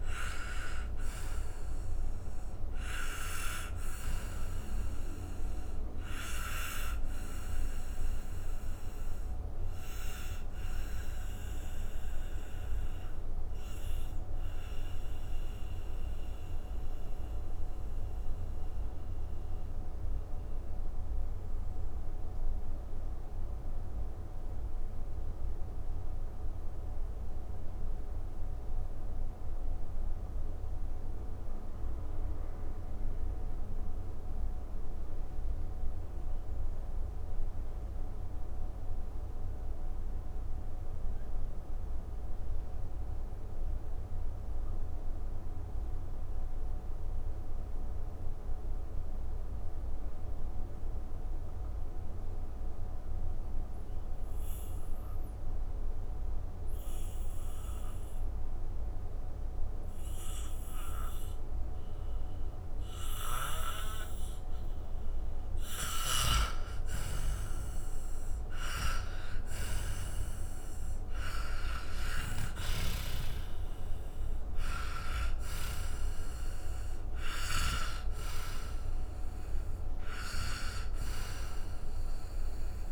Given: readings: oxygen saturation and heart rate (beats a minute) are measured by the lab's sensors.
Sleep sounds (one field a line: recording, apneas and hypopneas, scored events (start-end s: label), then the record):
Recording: breathing in sleep by a room microphone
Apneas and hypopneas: 1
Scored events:
0.00-31.00 s: oxygen desaturation (device-marked, oxygen 83% lowest, heart rate 42 extreme)
6.50-65.50 s: mixed apnea (oxygen 97% before, 83% lowest, heart rate 131 before, 97 extreme, up 19 after)
61.00-82.92 s: oxygen desaturation (device-marked, oxygen 97% before, 83% lowest, heart rate 147 before, 87 extreme)
66.50-71.50 s: arousal
From the record:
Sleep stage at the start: N2 (light sleep)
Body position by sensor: on the back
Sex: male